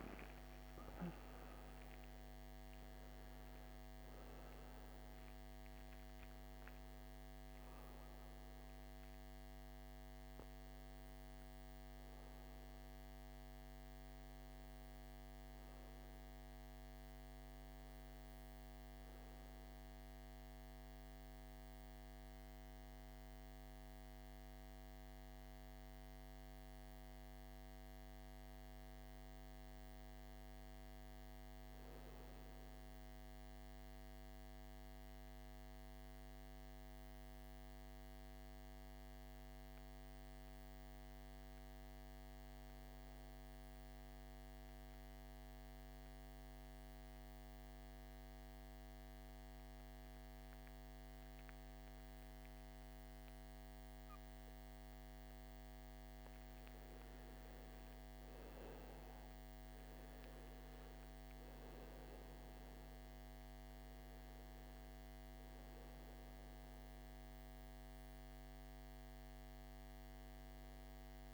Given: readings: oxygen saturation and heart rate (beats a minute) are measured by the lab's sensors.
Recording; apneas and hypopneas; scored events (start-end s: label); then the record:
a person partly awake in a sleep study, hard to hear, by a microphone on the trachea; 1
0.00-10.50 s: oxygen desaturation (device-marked, oxygen 88% lowest, heart rate 54 extreme)
21.50-51.50 s: new sleep stage, N1 (lightest sleep)
33.00-56.00 s: mixed apnea (oxygen 99% before, 88% lowest, heart rate 56 before, 54 extreme, up 15 after)
51.50-71.34 s: new sleep stage, N2 (light sleep)
57.50-61.50 s: arousal
60.50-71.34 s: oxygen desaturation (device-marked, oxygen 97% before, 91% lowest, heart rate 57 before, 57 extreme)
From the record:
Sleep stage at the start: awake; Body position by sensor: on the back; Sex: male